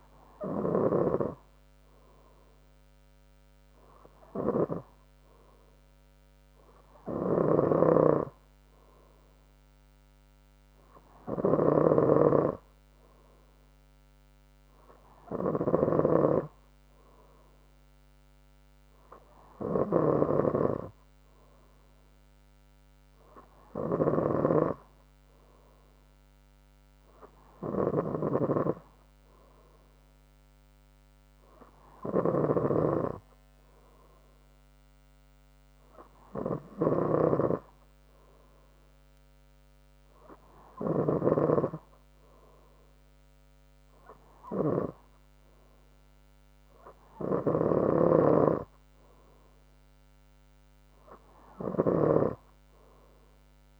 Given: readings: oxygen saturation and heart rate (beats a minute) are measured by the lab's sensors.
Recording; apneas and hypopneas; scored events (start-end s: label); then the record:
breathing in sleep by a microphone on the trachea; none
none scored
From the record:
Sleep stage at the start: N3 (deep sleep); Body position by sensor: on the front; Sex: female